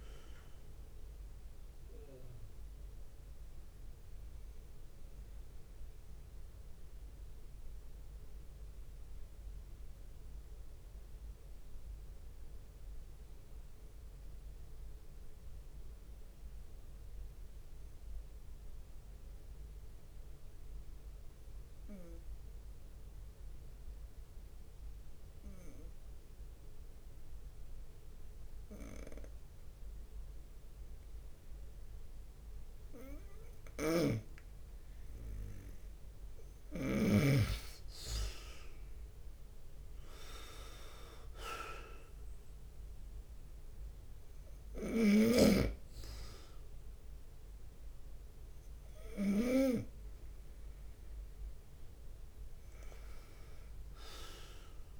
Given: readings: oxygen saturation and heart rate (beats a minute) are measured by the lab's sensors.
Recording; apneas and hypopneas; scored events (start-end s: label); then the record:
breathing in sleep by a room microphone; 1
0.00-10.50 s: oxygen desaturation (device-marked, oxygen 90% lowest)
0.00-55.00 s: bradycardia (device-marked)
5.00-7.00 s: long interval between heartbeats (device-marked)
5.50-35.00 s: obstructive apnea (oxygen 96% before, 93% lowest)
15.00-17.00 s: long interval between heartbeats (device-marked)
25.00-27.00 s: long interval between heartbeats (device-marked)
34.00-37.50 s: snoring (device-marked)
34.50-55.00 s: oxygen desaturation (device-marked, oxygen 98% before, 94% lowest)
35.00-38.50 s: leg movement (device-marked)
37.00-41.00 s: arousal
37.50-39.50 s: long interval between heartbeats (device-marked)
40.00-43.50 s: leg movement (device-marked)
45.00-50.00 s: snoring (device-marked)
46.50-48.50 s: long interval between heartbeats (device-marked)
From the record:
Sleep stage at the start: N2 (light sleep); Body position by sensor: on the right side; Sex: male